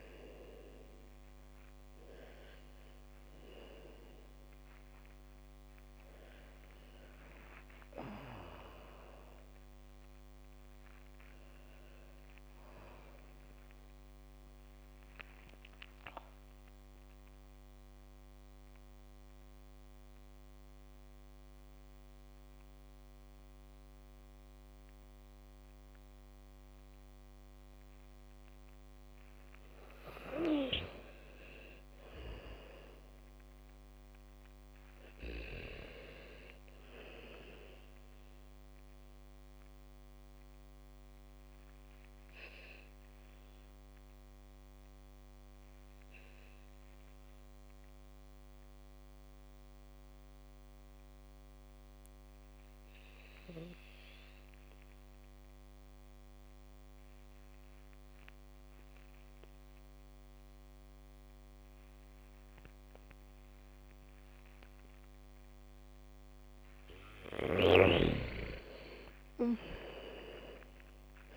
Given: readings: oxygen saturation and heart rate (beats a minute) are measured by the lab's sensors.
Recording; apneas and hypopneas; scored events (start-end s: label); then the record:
breathing in sleep by a microphone on the trachea; 2
0.00-10.50 s: oxygen desaturation (device-marked, oxygen 79% lowest, heart rate 66 extreme)
12.50-16.00 s: arousal
17.50-29.00 s: central apnea (oxygen 100% before, 79% lowest, heart rate 89 before, 66 extreme, up 10 after)
31.00-35.00 s: arousal
31.50-45.50 s: oxygen desaturation (device-marked, oxygen 99% before, 89% lowest, heart rate 79 before, 68 extreme)
41.00-67.00 s: obstructive apnea (oxygen 100% before, 79% lowest, heart rate 75 before, 56 extreme)
55.50-71.36 s: oxygen desaturation (device-marked, oxygen 98% before, 79% lowest, heart rate 79 before, 56 extreme)
66.50-69.50 s: bradycardia (device-marked, heart rate 72 before, 68 extreme)
69.00-71.36 s: arousal
From the record:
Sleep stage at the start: N2 (light sleep); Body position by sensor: on the back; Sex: female